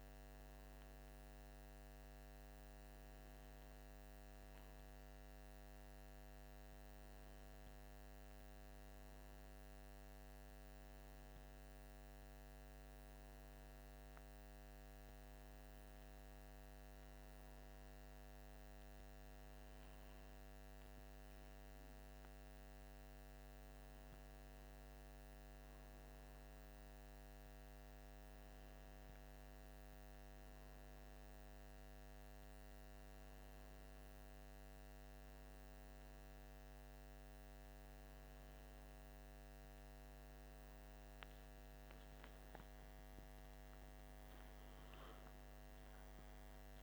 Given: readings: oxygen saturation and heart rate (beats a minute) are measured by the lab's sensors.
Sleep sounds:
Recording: breathing in sleep, hard to hear, by a microphone on the trachea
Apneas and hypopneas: none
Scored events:
none scored
From the record:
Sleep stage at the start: N1 (lightest sleep)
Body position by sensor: on the right side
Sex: male

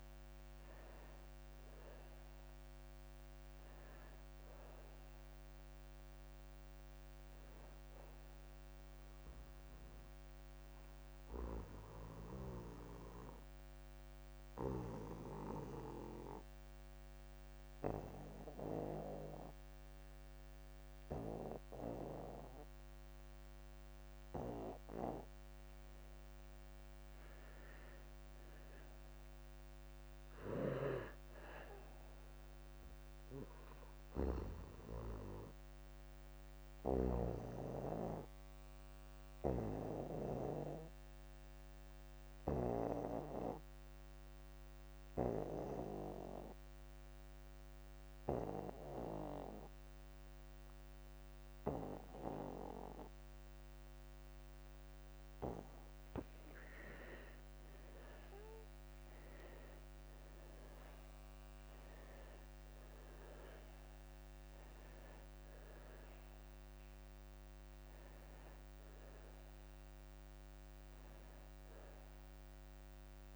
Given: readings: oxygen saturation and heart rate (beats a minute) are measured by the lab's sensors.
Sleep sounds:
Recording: breathing in sleep by a microphone on the trachea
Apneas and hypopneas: 2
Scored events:
0.00-21.00 s: oxygen desaturation (device-marked, oxygen 71% lowest)
10.00-24.50 s: obstructive apnea (oxygen 83% before, 71% lowest)
27.50-30.50 s: arousal
36.50-55.00 s: obstructive apnea (oxygen 99% before, 84% lowest)
37.00-51.00 s: oxygen desaturation (device-marked, oxygen 99% before, 91% lowest)
57.00-73.36 s: oxygen desaturation (device-marked, oxygen 96% before, 84% lowest)
58.00-62.00 s: arousal
From the record:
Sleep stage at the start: N2 (light sleep)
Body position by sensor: on the back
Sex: male

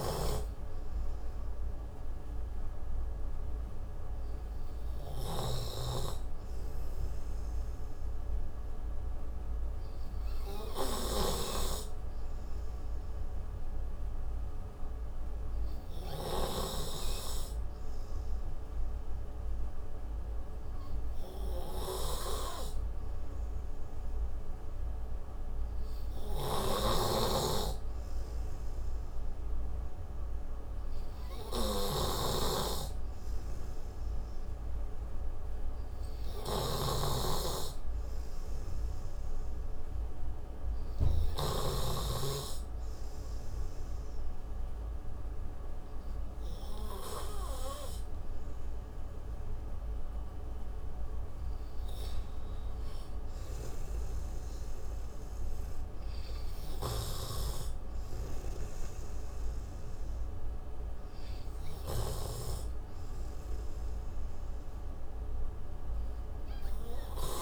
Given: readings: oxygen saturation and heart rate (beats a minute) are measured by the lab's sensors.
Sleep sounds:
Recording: breathing in sleep by a room microphone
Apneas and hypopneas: 1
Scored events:
17.50-31.00 s: hypopnea (oxygen 96% before, 92% lowest)
26.50-42.00 s: snoring (device-marked)
34.00-37.00 s: arousal
42.00-54.00 s: oxygen desaturation (device-marked, oxygen 95% before, 92% lowest)
From the record:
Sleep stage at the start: N3 (deep sleep)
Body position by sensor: on the right side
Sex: male

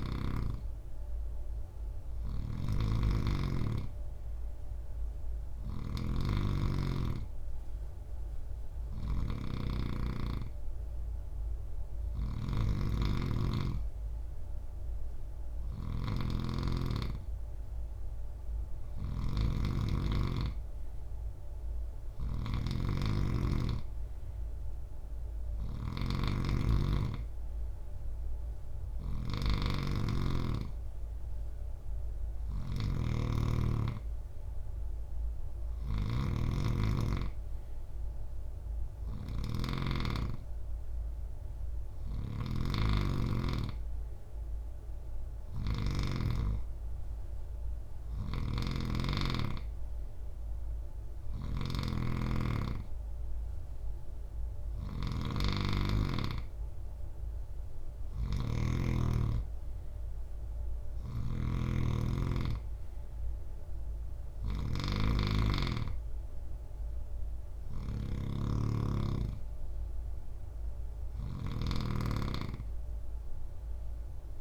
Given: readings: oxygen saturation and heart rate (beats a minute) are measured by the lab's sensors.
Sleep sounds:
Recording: breathing in sleep by a room microphone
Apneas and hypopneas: none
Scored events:
0.00-45.00 s: snoring (device-marked)
47.00-58.00 s: snoring (device-marked)
60.00-74.41 s: snoring (device-marked)
From the record:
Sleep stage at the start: N3 (deep sleep)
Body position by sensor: on the right side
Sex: male

